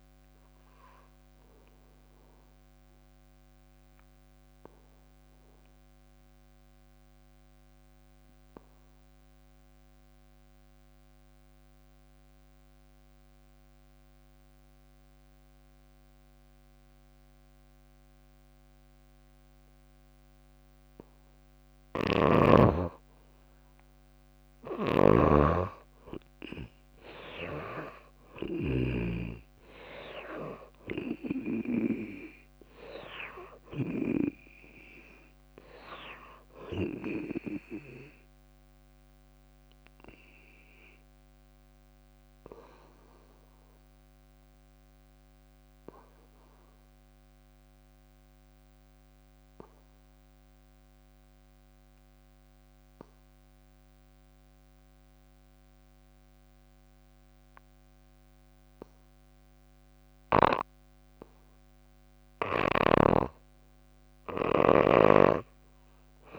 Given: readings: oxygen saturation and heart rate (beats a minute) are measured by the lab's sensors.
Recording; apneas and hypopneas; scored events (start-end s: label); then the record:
breathing in sleep by a microphone on the trachea; 2
0.00-8.00 s: oxygen desaturation (device-marked, oxygen 83% lowest, heart rate 57 extreme)
1.50-21.00 s: obstructive apnea (oxygen 97% before, 80% lowest, heart rate 66 before, 56 extreme, up 8 after)
22.00-29.00 s: snoring (device-marked)
22.00-48.00 s: oxygen desaturation (device-marked, oxygen 98% before, 84% lowest, heart rate 59 before, 56 extreme)
24.00-29.00 s: arousal
41.50-62.00 s: obstructive apnea (oxygen 98% before, 78% lowest, heart rate 65 before, 58 extreme, up 10 after)
61.00-66.39 s: oxygen desaturation (device-marked, oxygen 97% before, 80% lowest, heart rate 58 before, 58 extreme)
64.50-66.39 s: arousal
65.00-66.39 s: snoring (device-marked)
From the record:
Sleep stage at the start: N2 (light sleep); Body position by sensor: on the back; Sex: female